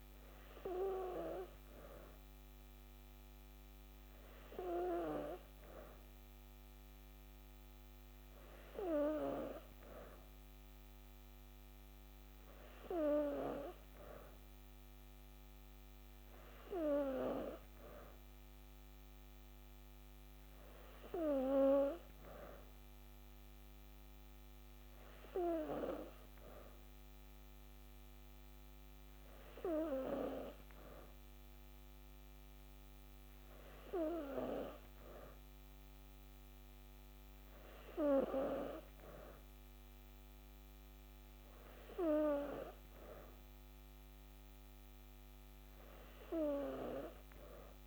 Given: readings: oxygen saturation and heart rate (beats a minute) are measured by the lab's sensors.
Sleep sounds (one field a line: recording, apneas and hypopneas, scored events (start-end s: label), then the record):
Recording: breathing in sleep by a microphone on the trachea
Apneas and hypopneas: none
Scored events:
none scored
From the record:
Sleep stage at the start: N2 (light sleep)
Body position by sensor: on the back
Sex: female